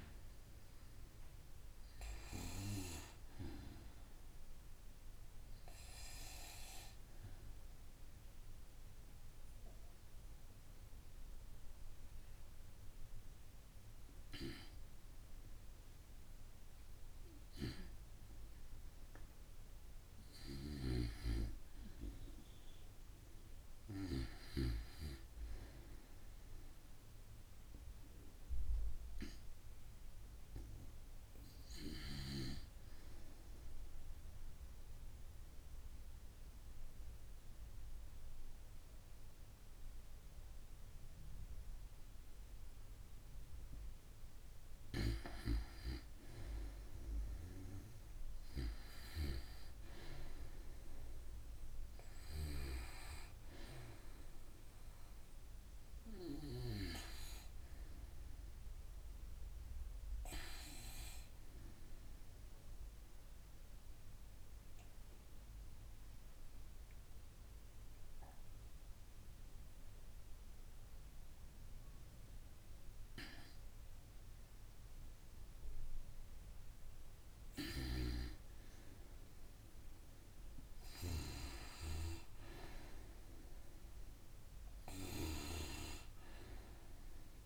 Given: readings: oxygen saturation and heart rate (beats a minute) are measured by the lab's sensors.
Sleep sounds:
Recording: breathing in sleep by a room microphone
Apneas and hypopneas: 3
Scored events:
6.50-16.50 s: obstructive apnea (oxygen 93% before, 90% lowest, heart rate 55 before, 54 extreme, up 0 after)
18.00-22.00 s: arousal
24.50-41.50 s: oxygen desaturation (device-marked, oxygen 94% before, 90% lowest, heart rate 56 before, 34 extreme)
34.00-44.00 s: obstructive apnea (oxygen 94% before, 89% lowest, heart rate 58 before, 34 extreme, up 47 after)
46.50-50.50 s: arousal
51.50-69.50 s: oxygen desaturation (device-marked, oxygen 94% before, 91% lowest, heart rate 71 before, 52 extreme)
62.00-73.00 s: obstructive apnea (oxygen 94% before, 89% lowest, heart rate 63 before, 52 extreme, up 0 after)
75.50-79.00 s: arousal
79.50-87.46 s: oxygen desaturation (device-marked, oxygen 93% before, 89% lowest, heart rate 57 before, 54 extreme)
From the record:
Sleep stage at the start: N2 (light sleep)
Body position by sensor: on the back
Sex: female

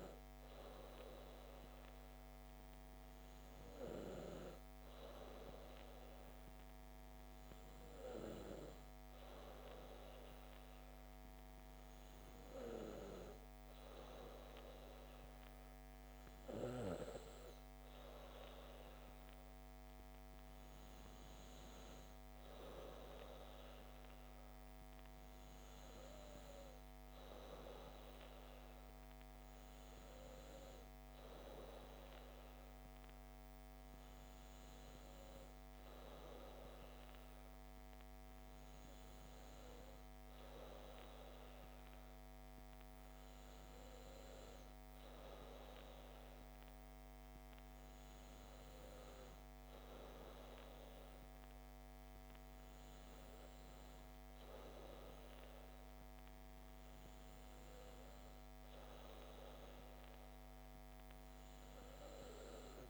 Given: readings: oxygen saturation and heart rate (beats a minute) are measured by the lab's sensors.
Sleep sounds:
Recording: breathing in sleep by a microphone on the trachea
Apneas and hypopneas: none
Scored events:
none scored
From the record:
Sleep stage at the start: N2 (light sleep)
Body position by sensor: on the back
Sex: female

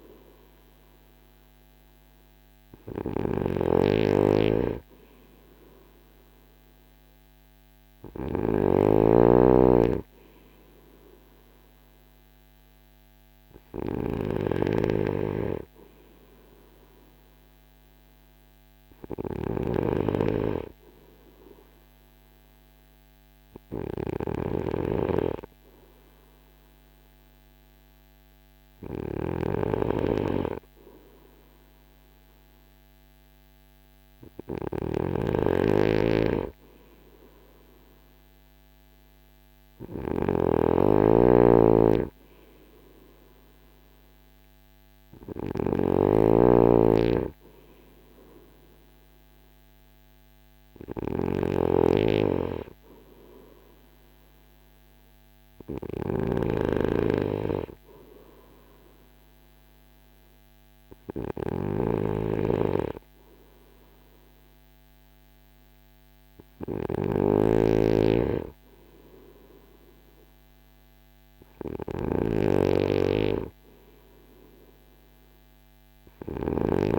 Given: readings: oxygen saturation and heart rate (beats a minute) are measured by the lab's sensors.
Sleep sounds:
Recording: breathing in sleep by a microphone on the trachea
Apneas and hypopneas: none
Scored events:
0.00-76.99 s: snoring (device-marked)
From the record:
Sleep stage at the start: N3 (deep sleep)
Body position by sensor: on the front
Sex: male

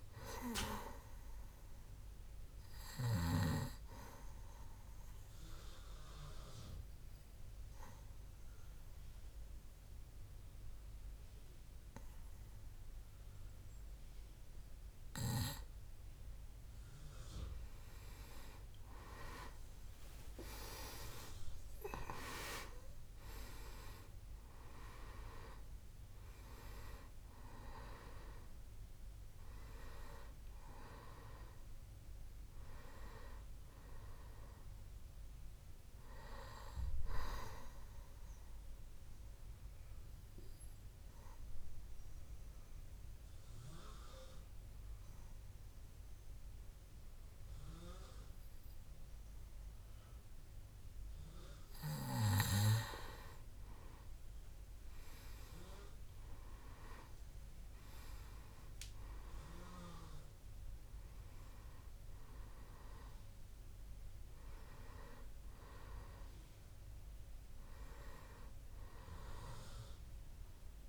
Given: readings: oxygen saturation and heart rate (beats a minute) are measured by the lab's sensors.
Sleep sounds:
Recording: breathing in sleep by a room microphone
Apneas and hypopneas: 2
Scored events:
0.00-21.50 s: oxygen desaturation (device-marked, oxygen 92% lowest, heart rate 65 extreme)
3.50-18.00 s: obstructive apnea (oxygen 97% before, 92% lowest, heart rate 68 before, 65 extreme, up 37 after)
20.50-24.50 s: tachycardia (device-marked, heart rate 72 before, 101 extreme)
21.00-23.00 s: long interval between heartbeats (device-marked, heart rate 68 before, 80 extreme)
21.00-26.00 s: arousal
23.00-25.00 s: long interval between heartbeats (device-marked, heart rate 69 before, 100 extreme)
40.50-52.50 s: obstructive apnea (oxygen 98% before, 91% lowest, heart rate 82 before, 65 extreme, up 7 after)
54.50-57.50 s: arousal
61.50-70.89 s: oxygen desaturation (device-marked, oxygen 98% before, 93% lowest, heart rate 67 before, 67 extreme)
From the record:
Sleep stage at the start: N2 (light sleep)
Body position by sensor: on the back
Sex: male

